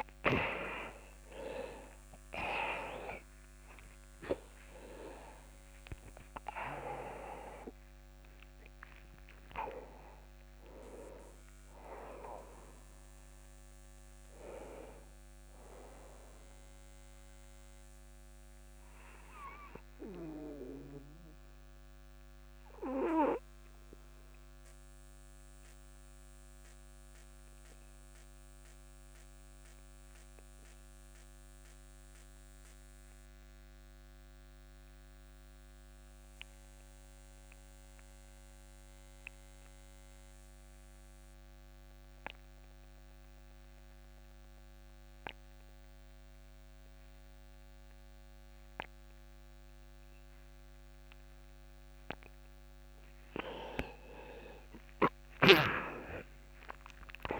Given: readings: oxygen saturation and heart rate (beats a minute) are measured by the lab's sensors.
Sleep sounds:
breathing in sleep by a microphone on the trachea; 1
0.00-2.50 s: arousal
0.00-33.00 s: oxygen desaturation (device-marked, oxygen 82% lowest)
19.50-51.50 s: obstructive apnea (oxygen 95% before, 82% lowest)
53.00-57.40 s: arousal
54.00-57.40 s: oxygen desaturation (device-marked, oxygen 98% before, 86% lowest)
From the record:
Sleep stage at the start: N2 (light sleep); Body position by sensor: on the back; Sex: male

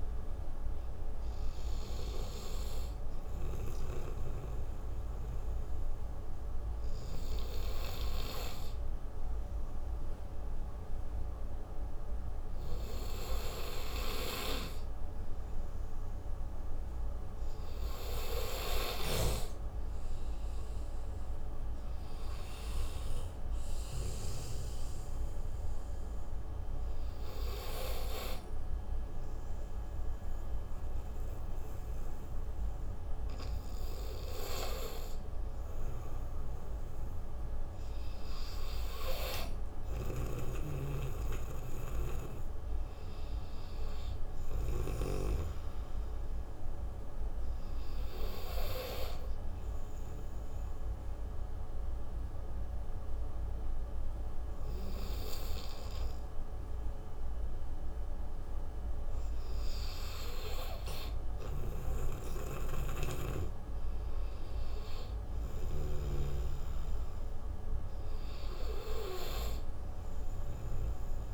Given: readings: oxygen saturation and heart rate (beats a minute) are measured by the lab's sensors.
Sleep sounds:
breathing in sleep by a room microphone; 3
0.00-1.00 s: arousal
4.00-15.00 s: obstructive apnea (oxygen 97% before, 91% lowest)
19.00-36.00 s: oxygen desaturation (device-marked, oxygen 96% before, 92% lowest)
20.50-24.00 s: arousal
26.50-39.00 s: obstructive apnea (oxygen 97% before, 91% lowest)
40.50-45.50 s: snoring (device-marked)
44.00-47.50 s: arousal
46.00-60.00 s: oxygen desaturation (device-marked, oxygen 95% before, 92% lowest)
48.50-61.00 s: mixed apnea (oxygen 95% before, 91% lowest)
64.50-67.50 s: arousal
66.00-71.34 s: oxygen desaturation (device-marked, oxygen 96% before, 91% lowest)
From the record:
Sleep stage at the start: N2 (light sleep); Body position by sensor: on the right side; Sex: male

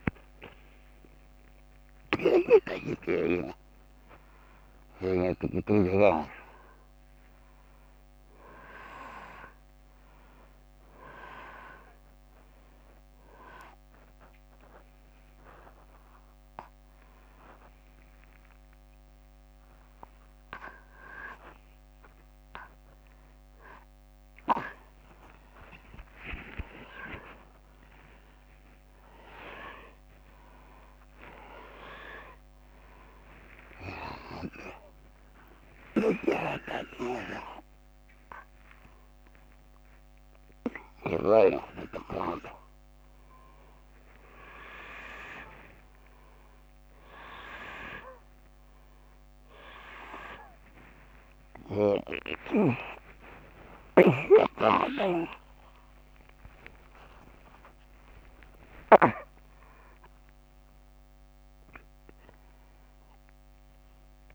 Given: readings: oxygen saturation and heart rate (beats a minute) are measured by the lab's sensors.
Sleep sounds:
a person awake in a sleep study, by a microphone on the trachea; none
0.00-2.00 s: oxygen desaturation (device-marked, oxygen 92% lowest, heart rate 28 extreme)
23.00-29.00 s: oxygen desaturation (device-marked, oxygen 96% before, 90% lowest, heart rate 79 before, 49 extreme)
35.50-41.00 s: snoring (device-marked)
60.00-64.35 s: oxygen desaturation (device-marked, oxygen 96% before, 93% lowest, heart rate 86 before, 25 extreme)
From the record:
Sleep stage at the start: awake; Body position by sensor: on the front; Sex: male

